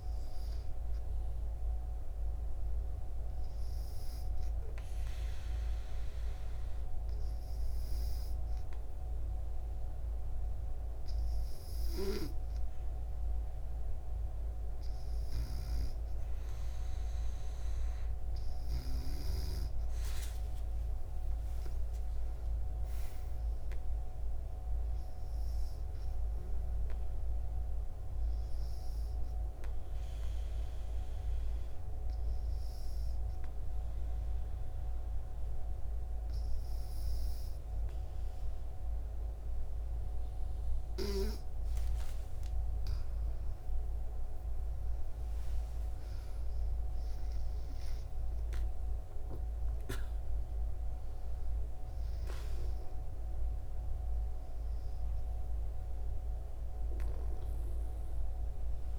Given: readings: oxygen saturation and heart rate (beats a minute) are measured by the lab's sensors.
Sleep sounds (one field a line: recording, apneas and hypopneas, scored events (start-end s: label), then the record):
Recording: breathing in sleep, hard to hear, by a room microphone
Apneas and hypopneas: 2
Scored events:
3.00-13.50 s: hypopnea (oxygen 97% before, 95% lowest, heart rate 71 before, 64 extreme, up 36 after)
20.00-24.00 s: arousal
32.50-42.50 s: hypopnea (oxygen 96% before, 94% lowest, heart rate 82 before, 67 extreme, up 25 after)
44.00-49.50 s: arousal
From the record:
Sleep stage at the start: N2 (light sleep)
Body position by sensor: on the back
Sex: female